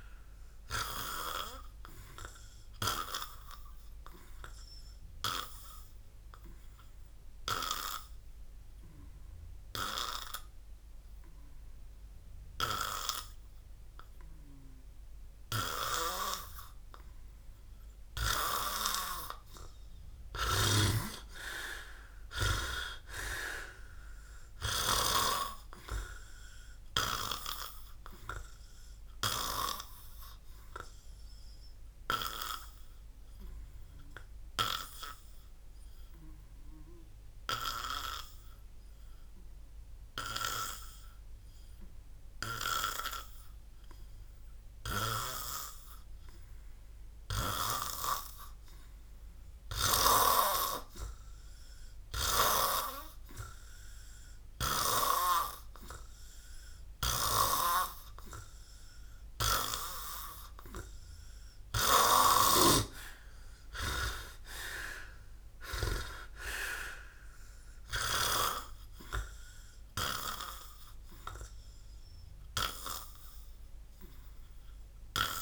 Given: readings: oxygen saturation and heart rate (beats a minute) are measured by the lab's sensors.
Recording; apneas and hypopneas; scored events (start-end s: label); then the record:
breathing in sleep by a room microphone; 3
1.00-8.00 s: oxygen desaturation (device-marked, oxygen 99% before, 95% lowest, heart rate 59 before, 56 extreme)
5.00-16.00 s: hypopnea (oxygen 99% before, 92% lowest, heart rate 61 before, 57 extreme, up 22 after)
18.00-22.00 s: arousal
20.00-25.00 s: snoring (device-marked)
34.00-45.00 s: hypopnea (oxygen 96% before, 89% lowest, heart rate 65 before, 56 extreme, up 0 after)
46.00-48.00 s: arousal
47.00-55.00 s: oxygen desaturation (device-marked, oxygen 97% before, 92% lowest, heart rate 60 before, 56 extreme)
50.00-62.50 s: hypopnea (oxygen 97% before, 89% lowest, heart rate 59 before, 56 extreme, up 26 after)
60.00-72.00 s: oxygen desaturation (device-marked, oxygen 97% before, 94% lowest, heart rate 58 before, 57 extreme)
66.50-71.50 s: arousal
74.00-75.42 s: oxygen desaturation (device-marked, oxygen 97% before, 89% lowest, heart rate 65 before, 56 extreme)
From the record:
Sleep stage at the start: N2 (light sleep); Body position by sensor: on the back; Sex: male